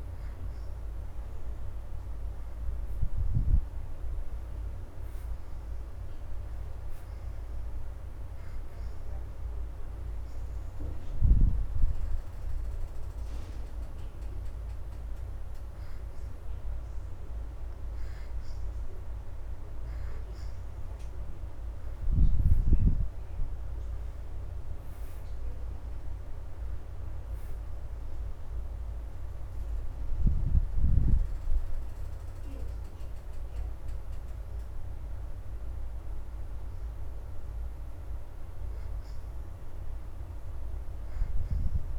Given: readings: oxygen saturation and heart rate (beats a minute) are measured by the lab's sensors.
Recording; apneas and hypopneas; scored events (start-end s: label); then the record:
breathing in sleep, hard to hear, by a room microphone; 1
0.00-24.00 s: oxygen desaturation (device-marked, oxygen 79% lowest, heart rate 76 extreme)
8.50-19.00 s: hypopnea (oxygen 91% before, 74% lowest, heart rate 78 before, 76 extreme, up 1 after)
14.00-41.99 s: new sleep stage, N2 (light sleep)
22.00-27.00 s: arousal
26.00-41.99 s: oxygen desaturation (device-marked, oxygen 84% before, 74% lowest, heart rate 80 before, 76 extreme)
From the record:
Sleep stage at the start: N1 (lightest sleep); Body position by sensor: on the back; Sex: female